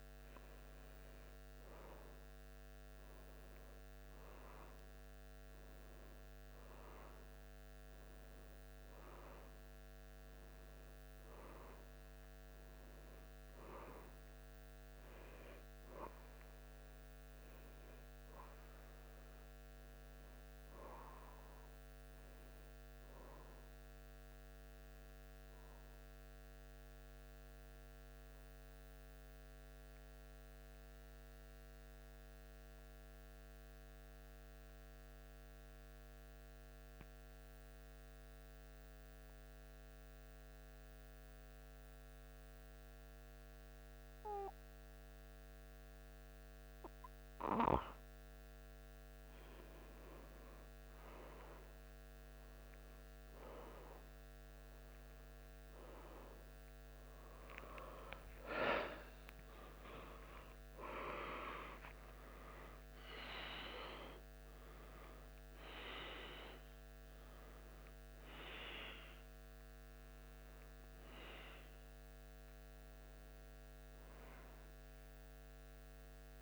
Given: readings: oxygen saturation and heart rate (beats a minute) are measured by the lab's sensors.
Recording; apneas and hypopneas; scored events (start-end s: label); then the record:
breathing in sleep by a microphone on the trachea; 1
24.00-47.50 s: obstructive apnea (oxygen 98% before, 92% lowest, heart rate 76 before, 74 extreme, up 3 after)
43.50-76.42 s: new sleep stage, N1 (lightest sleep)
48.50-76.42 s: oxygen desaturation (device-marked, oxygen 97% before, 94% lowest, heart rate 75 before, 73 extreme)
55.50-60.50 s: arousal
From the record:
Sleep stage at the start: N2 (light sleep); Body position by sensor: on the back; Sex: male